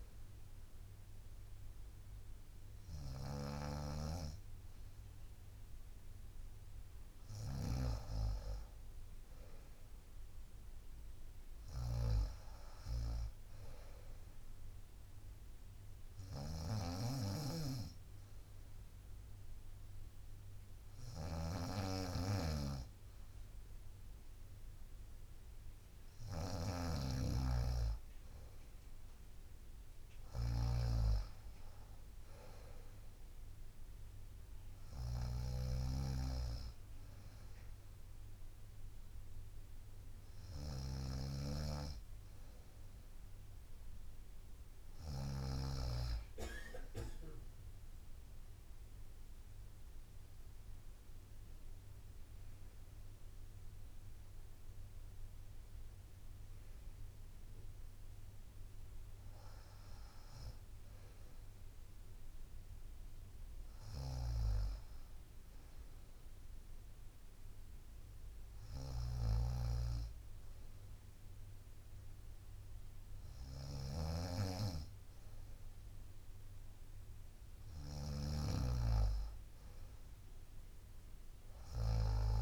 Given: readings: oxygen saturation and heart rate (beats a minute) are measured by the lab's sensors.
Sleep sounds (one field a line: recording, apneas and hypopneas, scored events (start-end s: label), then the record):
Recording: breathing in sleep by a room microphone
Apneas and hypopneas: 1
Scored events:
0.00-45.50 s: snoring (device-marked)
10.00-13.50 s: arousal
15.00-27.00 s: hypopnea (oxygen 94% before, 93% lowest, heart rate 67 before, 65 extreme, up 3 after)
29.00-32.50 s: arousal
48.00-60.00 s: drop in pulse transit time (device-marked, heart rate 67 before, 66 extreme)
49.00-54.00 s: arousal
63.50-65.50 s: long interval between heartbeats (device-marked, heart rate 67 before, 73 extreme)
64.00-82.42 s: snoring (device-marked)
77.00-82.42 s: drop in pulse transit time (device-marked, heart rate 70 before, 67 extreme)
78.00-80.00 s: long interval between heartbeats (device-marked, heart rate 70 before, 75 extreme)
From the record:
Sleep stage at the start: N2 (light sleep)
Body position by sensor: on the right side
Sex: female